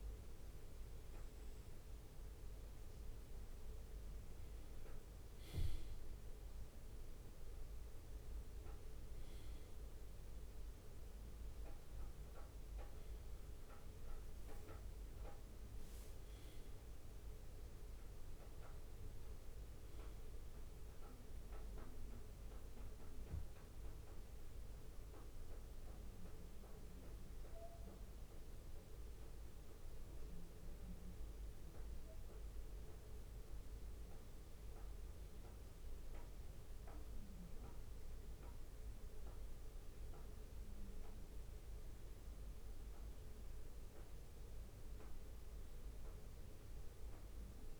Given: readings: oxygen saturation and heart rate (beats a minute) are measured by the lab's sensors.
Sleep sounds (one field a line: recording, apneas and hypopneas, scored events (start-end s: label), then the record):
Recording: breathing in sleep, hard to hear, by a room microphone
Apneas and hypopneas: none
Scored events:
5.00-9.50 s: arousal
21.50-27.50 s: bradycardia (device-marked, heart rate 61 before, 59 extreme)
33.50-37.50 s: bradycardia (device-marked, heart rate 60 before, 59 extreme)
From the record:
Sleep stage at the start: N2 (light sleep)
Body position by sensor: on the back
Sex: male